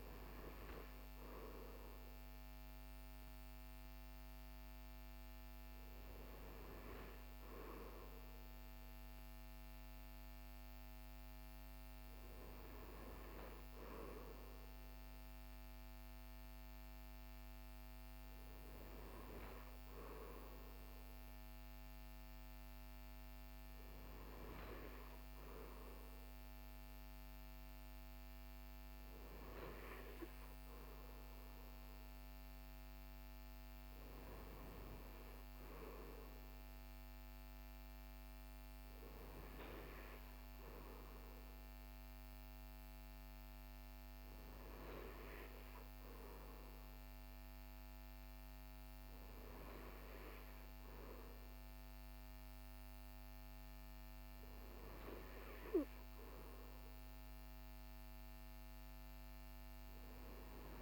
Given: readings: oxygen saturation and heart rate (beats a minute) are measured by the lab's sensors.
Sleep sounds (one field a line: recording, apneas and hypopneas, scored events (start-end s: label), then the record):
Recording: breathing in sleep by a microphone on the trachea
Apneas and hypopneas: none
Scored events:
none scored
From the record:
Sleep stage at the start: N2 (light sleep)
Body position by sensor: on the right side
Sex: male